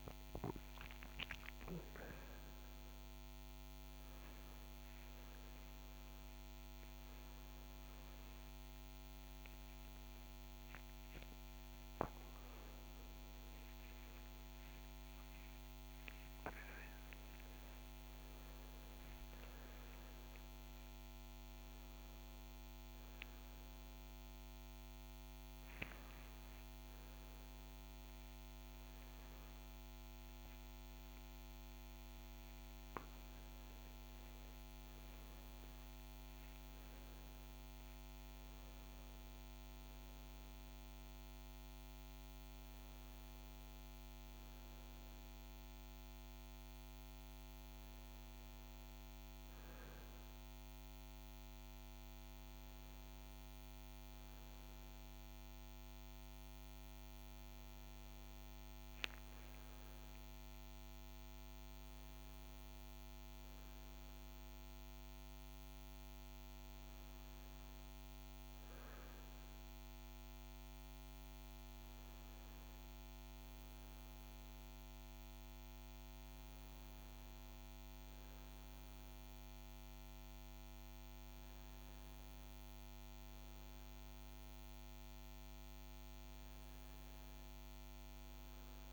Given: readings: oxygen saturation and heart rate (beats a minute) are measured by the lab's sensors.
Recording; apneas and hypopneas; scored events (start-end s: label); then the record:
a person partly awake in a sleep study, hard to hear, by a microphone on the trachea; none
24.50-88.93 s: new sleep stage, N1 (lightest sleep)
From the record:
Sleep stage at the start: awake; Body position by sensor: on the front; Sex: male